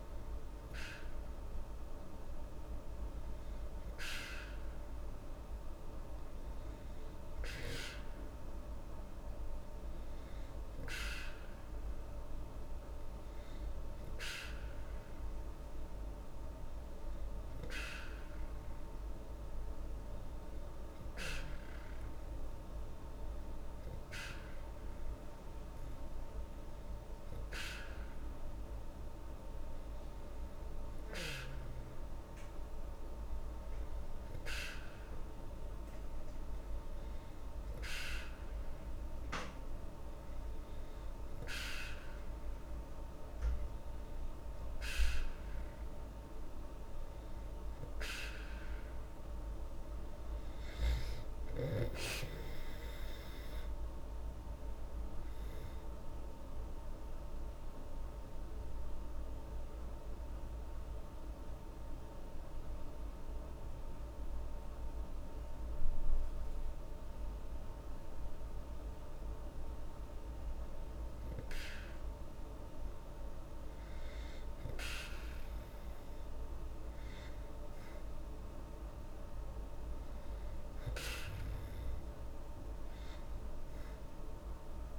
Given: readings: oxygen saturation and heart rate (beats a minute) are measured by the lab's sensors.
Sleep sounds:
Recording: breathing in sleep by a room microphone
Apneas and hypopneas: 1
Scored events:
51.00-54.50 s: arousal
57.00-70.50 s: obstructive apnea (oxygen 96% before, 94% lowest, heart rate 79 before, 75 extreme, up 5 after)
75.50-79.50 s: arousal
76.50-84.99 s: oxygen desaturation (device-marked, oxygen 98% before, 94% lowest, heart rate 77 before, 77 extreme)
From the record:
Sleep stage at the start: N2 (light sleep)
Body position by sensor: on the back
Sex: female

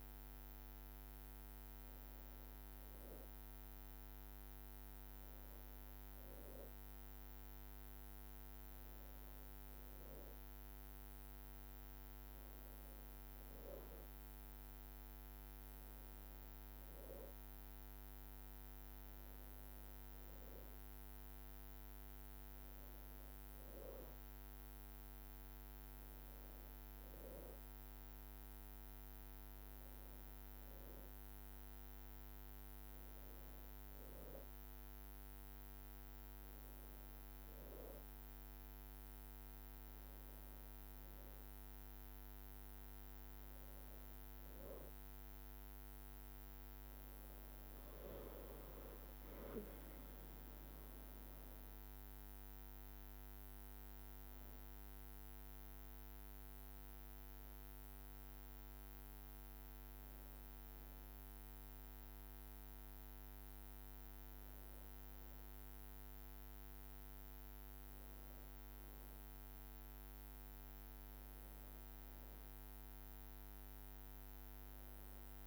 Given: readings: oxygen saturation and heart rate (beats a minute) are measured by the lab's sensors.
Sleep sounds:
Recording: breathing in sleep, hard to hear, by a microphone on the trachea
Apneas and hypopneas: none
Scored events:
54.00-66.00 s: drop in pulse transit time (device-marked, heart rate 60 before, 55 extreme)
From the record:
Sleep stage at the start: N2 (light sleep)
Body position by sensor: on the back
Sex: female

